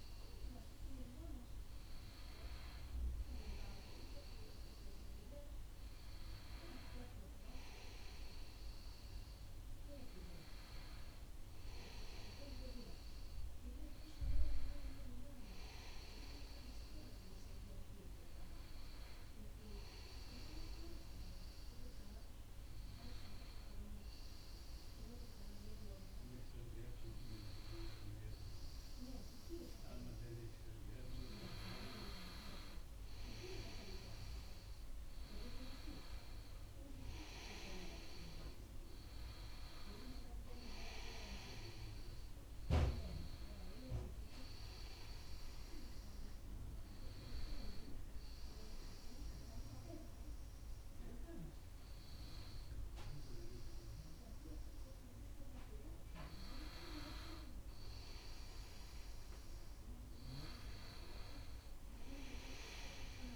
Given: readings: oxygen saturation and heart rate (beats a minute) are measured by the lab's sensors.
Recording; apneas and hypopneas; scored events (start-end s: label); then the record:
breathing in sleep by a room microphone; 2
0.00-2.00 s: long interval between heartbeats (device-marked, heart rate 80 before, 83 extreme)
9.50-14.00 s: arousal
12.50-14.50 s: long interval between heartbeats (device-marked, heart rate 76 before, 80 extreme)
20.50-31.50 s: obstructive apnea (oxygen 94% before, 91% lowest, heart rate 79 before, 72 extreme, up 2 after)
21.50-23.50 s: long interval between heartbeats (device-marked, heart rate 78 before, 80 extreme)
24.50-26.50 s: long interval between heartbeats (device-marked, heart rate 78 before, 90 extreme)
37.00-49.00 s: oxygen desaturation (device-marked, oxygen 94% before, 91% lowest, heart rate 80 before, 72 extreme)
38.50-42.50 s: arousal
45.50-57.00 s: obstructive apnea (oxygen 94% before, 90% lowest, heart rate 78 before, 72 extreme, up 2 after)
60.50-63.36 s: arousal
From the record:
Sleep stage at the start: N2 (light sleep); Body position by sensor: on the right side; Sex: male